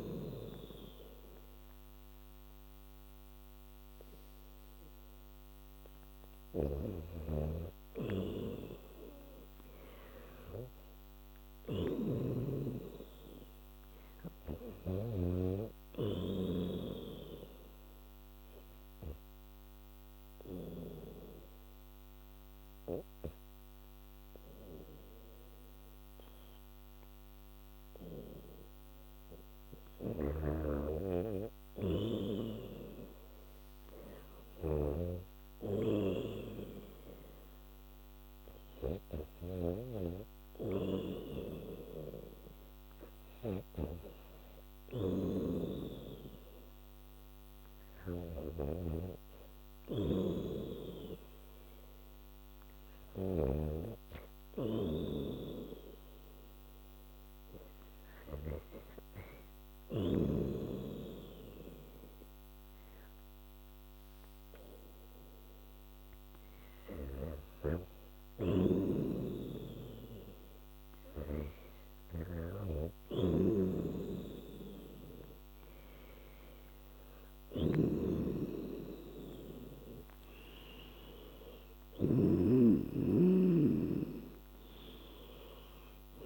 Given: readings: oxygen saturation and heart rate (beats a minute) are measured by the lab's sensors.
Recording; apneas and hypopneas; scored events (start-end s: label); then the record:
breathing in sleep by a microphone on the trachea; 1
5.00-24.00 s: oxygen desaturation (device-marked, oxygen 98% before, 90% lowest, heart rate 87 before, 65 extreme)
6.50-15.50 s: snoring (device-marked)
18.50-29.50 s: obstructive apnea (oxygen 98% before, 87% lowest, heart rate 79 before, 65 extreme, up 11 after)
30.00-53.50 s: snoring (device-marked)
37.00-49.00 s: oxygen desaturation (device-marked, oxygen 95% before, 87% lowest, heart rate 74 before, 75 extreme)
68.00-82.50 s: snoring (device-marked)
From the record:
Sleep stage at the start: REM sleep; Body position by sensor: on the back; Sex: female